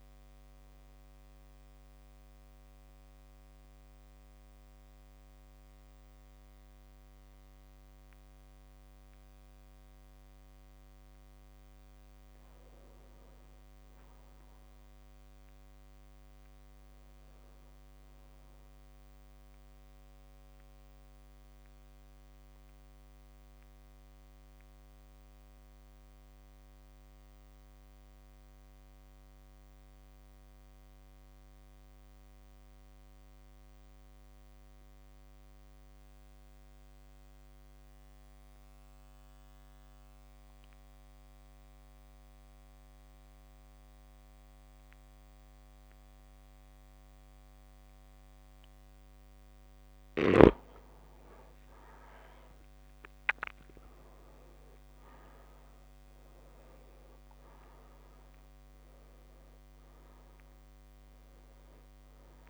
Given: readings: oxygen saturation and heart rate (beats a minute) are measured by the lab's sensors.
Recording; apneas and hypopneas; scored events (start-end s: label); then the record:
breathing in sleep, hard to hear, by a microphone on the trachea; 2
0.00-13.00 s: oxygen desaturation (device-marked, oxygen 90% lowest)
1.50-12.50 s: central apnea (oxygen 99% before, 90% lowest)
14.50-18.50 s: arousal
21.50-48.00 s: mixed apnea (oxygen 100% before, 90% lowest)
48.00-62.50 s: oxygen desaturation (device-marked, oxygen 99% before, 90% lowest)
51.50-57.00 s: arousal
From the record:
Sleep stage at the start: REM sleep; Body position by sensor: on the back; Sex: male